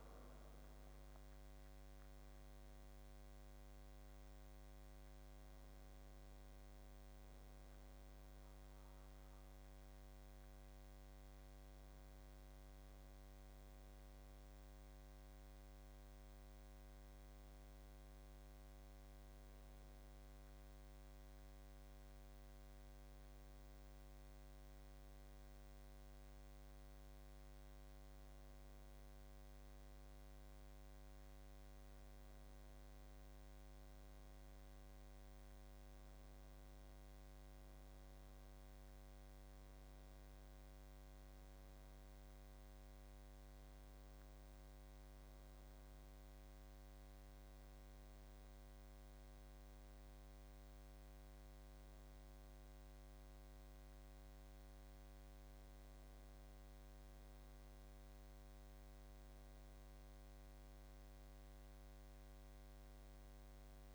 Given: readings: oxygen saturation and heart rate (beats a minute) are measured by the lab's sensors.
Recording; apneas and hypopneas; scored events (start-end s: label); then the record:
breathing in sleep, hard to hear, by a microphone on the trachea; none
54.50-63.95 s: new sleep stage, N2 (light sleep)
From the record:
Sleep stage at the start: N1 (lightest sleep); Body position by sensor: on the back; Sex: male